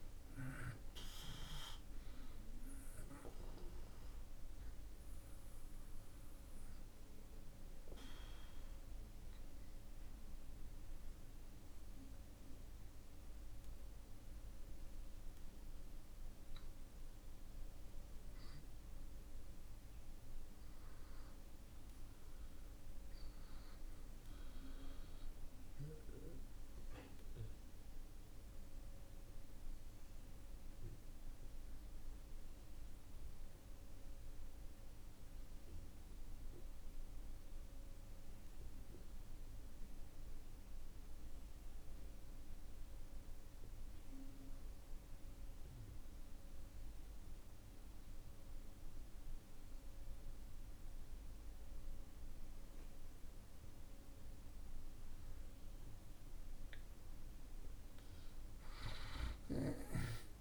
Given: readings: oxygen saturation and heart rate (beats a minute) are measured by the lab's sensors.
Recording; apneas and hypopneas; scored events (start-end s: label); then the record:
breathing in sleep by a room microphone; 2
0.50-20.50 s: oxygen desaturation (device-marked, oxygen 97% before, 83% lowest)
3.00-13.50 s: hypopnea (oxygen 98% before, 70% lowest)
16.50-19.50 s: arousal
27.50-56.00 s: obstructive apnea (oxygen 96% before, 63% lowest)
33.50-60.41 s: oxygen desaturation (device-marked, oxygen 93% before, 70% lowest)
59.00-60.41 s: arousal
From the record:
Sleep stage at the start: N2 (light sleep); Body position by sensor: on the back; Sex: male